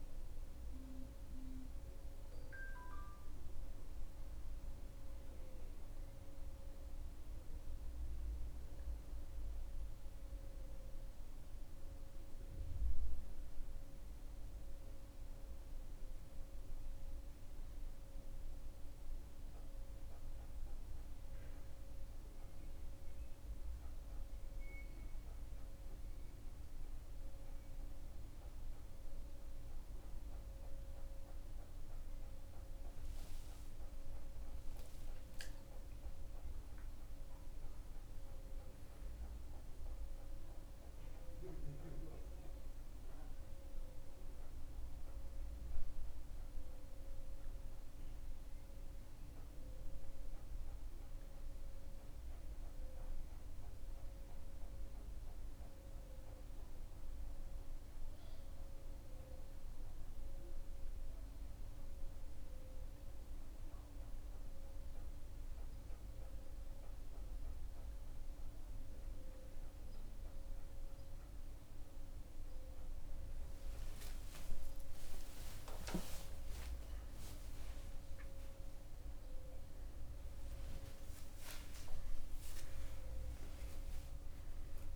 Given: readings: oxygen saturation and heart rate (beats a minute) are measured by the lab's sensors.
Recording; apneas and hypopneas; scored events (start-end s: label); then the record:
breathing in sleep, hard to hear, by a room microphone; none
34.00-39.00 s: arousal
75.00-80.50 s: arousal
From the record:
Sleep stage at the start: N2 (light sleep); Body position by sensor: on the back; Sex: male